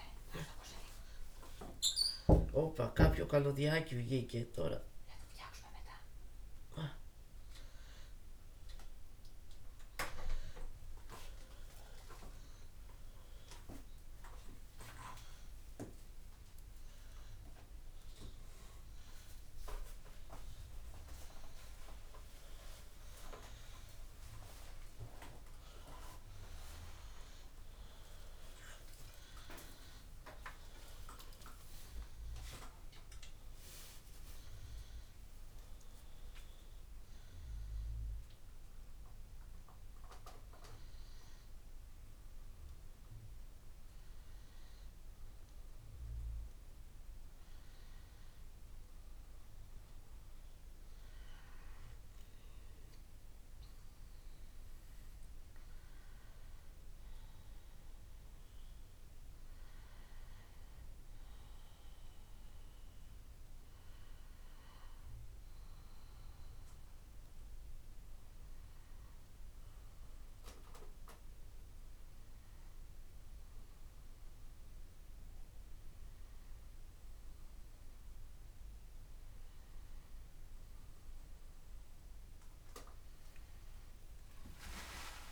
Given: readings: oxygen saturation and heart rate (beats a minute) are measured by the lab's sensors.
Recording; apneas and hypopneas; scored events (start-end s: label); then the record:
a person awake in a sleep study, by a room microphone; none
0.00-3.00 s: snoring (device-marked)
From the record:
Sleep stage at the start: awake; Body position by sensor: upright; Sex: female